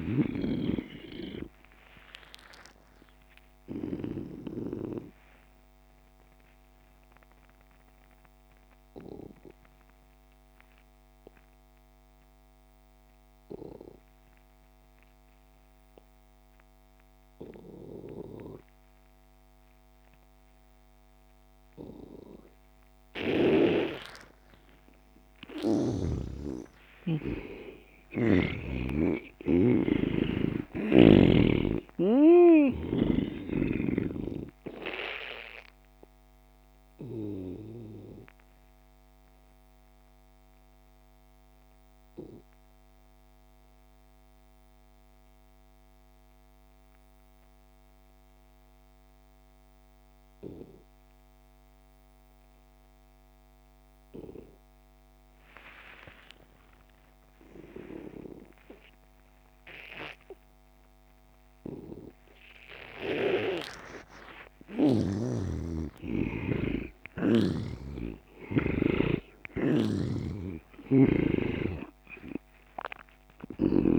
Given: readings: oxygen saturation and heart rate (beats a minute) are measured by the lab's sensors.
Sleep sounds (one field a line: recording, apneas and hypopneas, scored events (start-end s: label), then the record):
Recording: breathing in sleep by a microphone on the trachea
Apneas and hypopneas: 2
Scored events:
0.00-14.50 s: oxygen desaturation (device-marked, oxygen 85% lowest)
1.00-24.50 s: obstructive apnea (oxygen 99% before, 83% lowest)
23.50-47.50 s: oxygen desaturation (device-marked, oxygen 99% before, 86% lowest)
25.50-30.50 s: arousal
35.00-64.00 s: obstructive apnea (oxygen 99% before, 83% lowest)
59.50-73.98 s: oxygen desaturation (device-marked, oxygen 99% before, 83% lowest)
64.50-69.50 s: arousal
70.00-73.98 s: snoring (device-marked)
From the record:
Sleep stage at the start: N2 (light sleep)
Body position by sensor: on the back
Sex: male